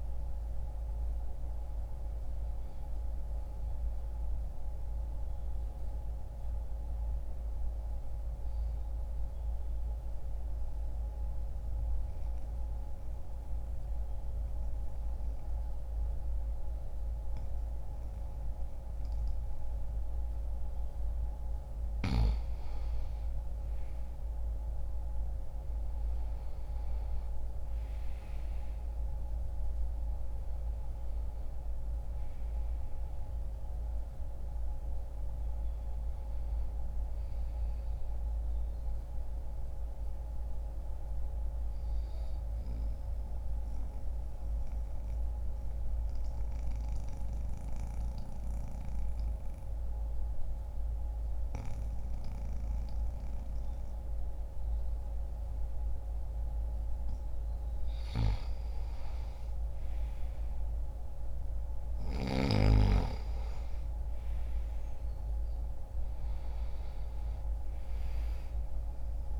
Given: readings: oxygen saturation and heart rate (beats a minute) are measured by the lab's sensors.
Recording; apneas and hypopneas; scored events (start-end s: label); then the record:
breathing in sleep, hard to hear, by a room microphone; 2
8.50-20.50 s: obstructive apnea (oxygen 92% before, 91% lowest, heart rate 66 before, 61 extreme, up 0 after)
22.00-27.00 s: arousal
30.50-55.50 s: oxygen desaturation (device-marked, oxygen 97% before, 91% lowest, heart rate 64 before, 59 extreme)
42.50-56.00 s: mixed apnea (oxygen 98% before, 90% lowest, heart rate 63 before, 59 extreme)
59.50-64.50 s: arousal
From the record:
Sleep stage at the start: N2 (light sleep); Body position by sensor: on the back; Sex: male